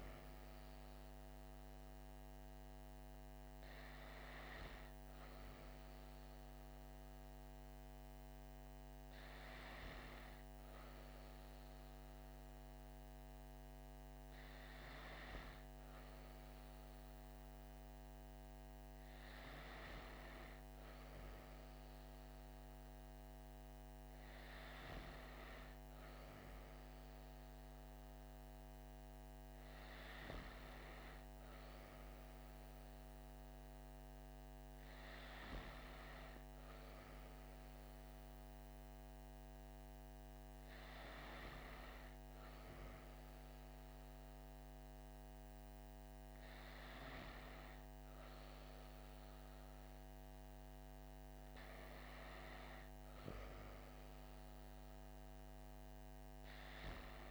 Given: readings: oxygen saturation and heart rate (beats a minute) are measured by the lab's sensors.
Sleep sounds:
breathing in sleep, hard to hear, by a microphone on the trachea; none
none scored
From the record:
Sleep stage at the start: N2 (light sleep); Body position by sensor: on the back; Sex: female

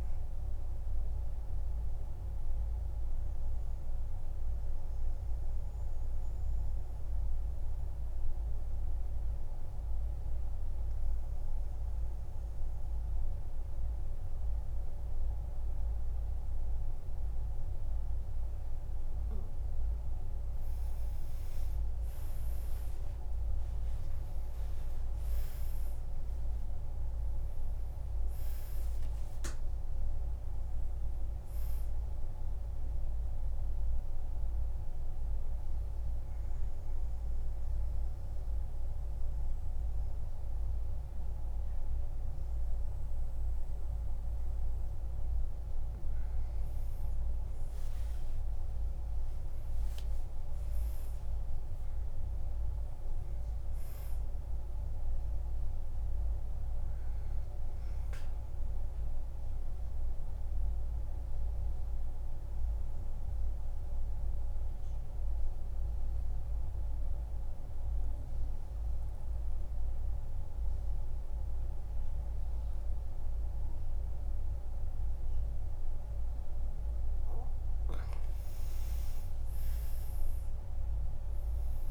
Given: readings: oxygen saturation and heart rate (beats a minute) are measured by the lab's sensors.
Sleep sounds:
breathing in sleep, hard to hear, by a room microphone; 3
0.00-16.50 s: oxygen desaturation (device-marked, oxygen 92% lowest, heart rate 46 extreme)
2.00-20.00 s: mixed apnea (oxygen 98% before, 92% lowest, heart rate 54 before, 46 extreme, up 14 after)
22.00-26.50 s: arousal
29.50-47.50 s: oxygen desaturation (device-marked, oxygen 98% before, 94% lowest, heart rate 56 before, 46 extreme)
33.50-46.00 s: obstructive apnea (oxygen 98% before, 90% lowest, heart rate 58 before, 46 extreme, up 33 after)
48.50-52.50 s: arousal
49.50-51.50 s: long interval between heartbeats (device-marked, heart rate 51 before, 74 extreme)
56.00-76.50 s: obstructive apnea (oxygen 98% before, 90% lowest, heart rate 57 before, 46 extreme, up 15 after)
80.00-81.91 s: arousal
From the record:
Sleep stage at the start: N2 (light sleep); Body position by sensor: on the back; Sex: male

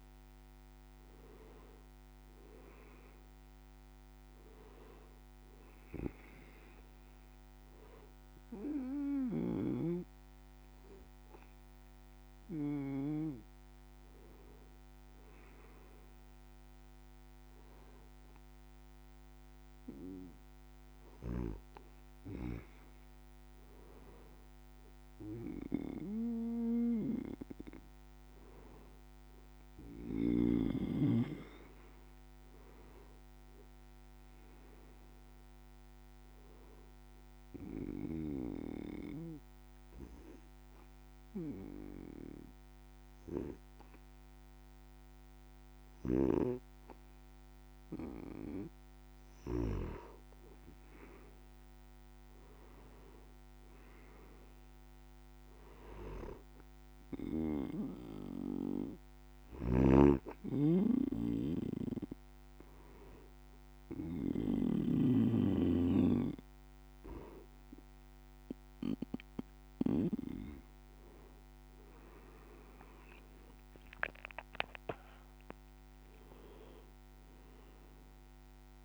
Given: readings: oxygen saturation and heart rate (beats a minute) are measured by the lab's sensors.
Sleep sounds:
breathing in sleep by a microphone on the trachea; 3
7.50-18.00 s: hypopnea (oxygen 99% before, 94% lowest)
22.50-27.00 s: arousal
38.00-49.00 s: obstructive apnea (oxygen 98% before, 94% lowest)
51.50-55.50 s: arousal
61.00-71.50 s: hypopnea (oxygen 97% before, 94% lowest)
73.00-76.50 s: arousal
From the record:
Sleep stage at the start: N2 (light sleep); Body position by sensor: on the back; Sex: male

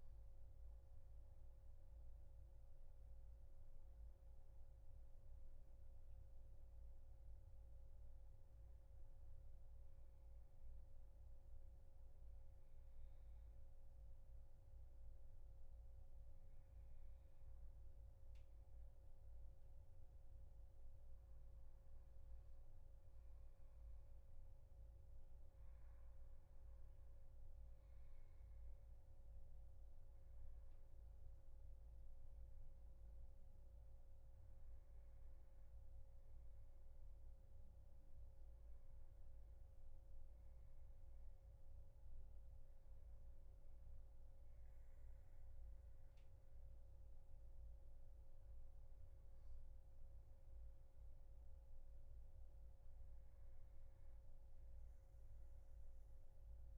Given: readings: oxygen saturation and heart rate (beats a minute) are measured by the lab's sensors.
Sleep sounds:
breathing in sleep, hard to hear, by a room microphone; none
none scored
From the record:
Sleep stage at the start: N2 (light sleep); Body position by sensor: on the back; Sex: male

